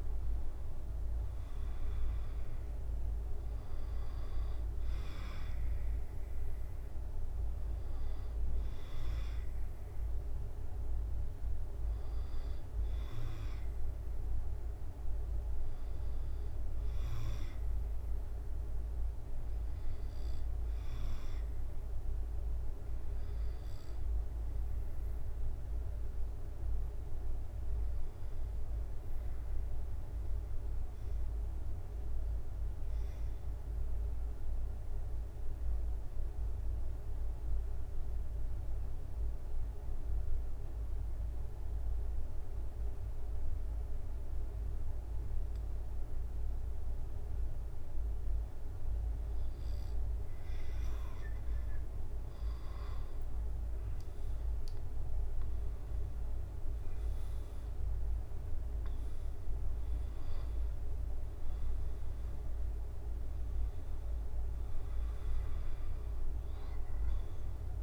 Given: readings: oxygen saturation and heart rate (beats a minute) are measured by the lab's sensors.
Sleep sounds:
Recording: breathing in sleep, hard to hear, by a room microphone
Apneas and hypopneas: 1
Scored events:
0.00-7.50 s: drop in pulse transit time (device-marked, heart rate 75 extreme)
28.50-50.00 s: obstructive apnea (oxygen 97% before, 95% lowest, heart rate 72 before, 65 extreme, up 12 after)
54.00-57.50 s: arousal
55.50-66.50 s: drop in pulse transit time (device-marked, heart rate 67 before, 73 extreme)
From the record:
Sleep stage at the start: N2 (light sleep)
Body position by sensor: on the back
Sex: male

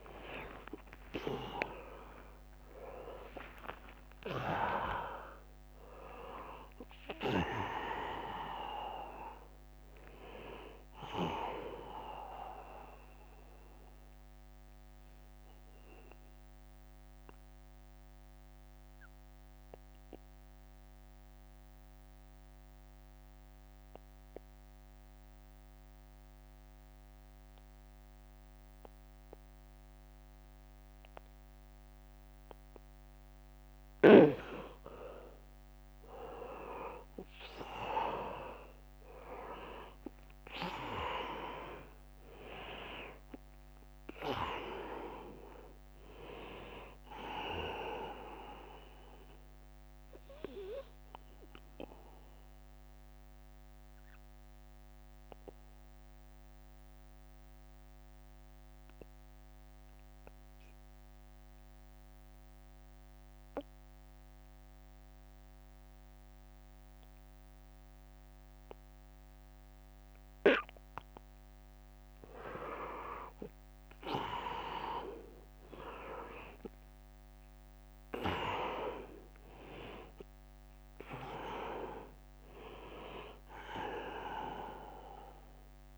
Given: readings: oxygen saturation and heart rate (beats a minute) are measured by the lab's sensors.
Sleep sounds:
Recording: breathing in sleep by a microphone on the trachea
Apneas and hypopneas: 2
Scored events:
0.00-1.50 s: long interval between heartbeats (device-marked, heart rate 103 extreme)
0.00-5.50 s: drop in pulse transit time (device-marked, heart rate 77 extreme)
0.00-5.50 s: tachycardia (device-marked, heart rate 128 extreme)
0.00-23.50 s: oxygen desaturation (device-marked, oxygen 82% lowest, heart rate 74 extreme)
3.00-5.00 s: long interval between heartbeats (device-marked, heart rate 86 before, 118 extreme)
12.50-33.00 s: mixed apnea (oxygen 100% before, 82% lowest, heart rate 101 before, 74 extreme, up 3 after)
18.00-20.00 s: long interval between heartbeats (device-marked, heart rate 98 before, 81 extreme)
25.50-27.50 s: long interval between heartbeats (device-marked, heart rate 87 before, 79 extreme)
35.50-38.50 s: arousal
41.50-52.50 s: drop in pulse transit time (device-marked, heart rate 80 before, 74 extreme)
43.50-61.50 s: oxygen desaturation (device-marked, oxygen 100% before, 87% lowest, heart rate 80 before, 74 extreme)
50.00-70.50 s: mixed apnea (oxygen 100% before, 86% lowest, heart rate 79 before, 74 extreme, up 12 after)
73.00-76.50 s: arousal
73.50-85.98 s: drop in pulse transit time (device-marked, heart rate 79 before, 75 extreme)
75.50-85.98 s: oxygen desaturation (device-marked, oxygen 100% before, 86% lowest, heart rate 79 before, 68 extreme)
From the record:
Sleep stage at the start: N2 (light sleep)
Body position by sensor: on the back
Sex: male

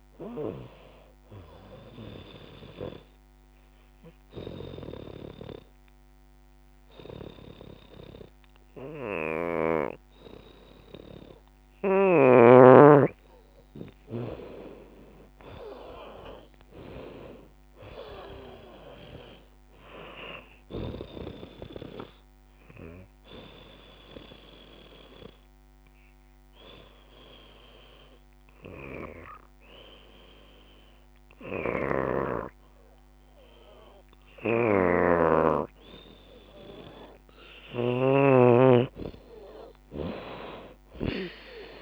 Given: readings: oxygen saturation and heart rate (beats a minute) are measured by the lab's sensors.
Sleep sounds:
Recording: breathing in sleep by a microphone on the trachea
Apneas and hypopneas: 2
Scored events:
0.00-2.50 s: oxygen desaturation (device-marked, oxygen 80% lowest, heart rate 63 extreme)
3.00-13.00 s: obstructive apnea (oxygen 94% before, 84% lowest, heart rate 106 before, 58 extreme, up 18 after)
13.50-41.82 s: new sleep stage, N2 (light sleep)
15.50-19.50 s: arousal
18.50-35.50 s: oxygen desaturation (device-marked, oxygen 94% before, 84% lowest, heart rate 73 before, 58 extreme)
23.50-37.00 s: obstructive apnea (oxygen 96% before, 84% lowest, heart rate 72 before, 60 extreme, up 20 after)
36.50-41.82 s: drop in pulse transit time (device-marked, heart rate 69 before, 65 extreme)
38.50-41.82 s: arousal
From the record:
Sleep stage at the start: N1 (lightest sleep)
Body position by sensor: on the back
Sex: female

